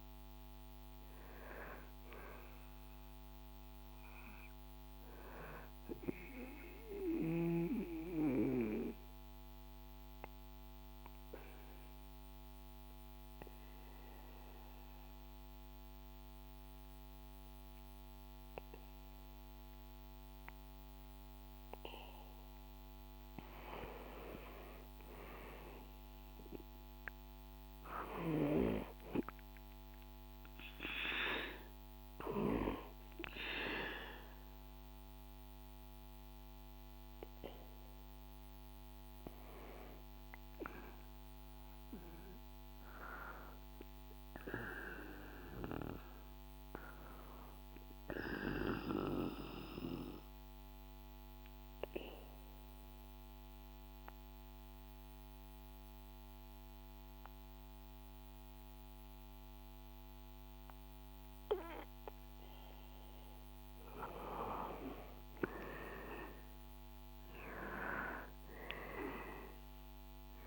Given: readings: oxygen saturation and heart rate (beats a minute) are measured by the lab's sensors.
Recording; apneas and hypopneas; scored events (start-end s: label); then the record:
breathing in sleep by a microphone on the trachea; 2
0.00-17.50 s: oxygen desaturation (device-marked, oxygen 93% lowest, heart rate 63 extreme)
7.00-23.00 s: mixed apnea (oxygen 98% before, 93% lowest, heart rate 70 before, 63 extreme, up 3 after)
23.50-27.00 s: arousal
48.50-63.00 s: obstructive apnea (oxygen 98% before, 93% lowest, heart rate 64 before, 64 extreme, up 5 after)
64.50-68.00 s: arousal
66.50-70.47 s: oxygen desaturation (device-marked, oxygen 97% before, 93% lowest, heart rate 64 before, 64 extreme)
From the record:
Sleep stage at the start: N2 (light sleep); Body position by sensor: on the back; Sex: male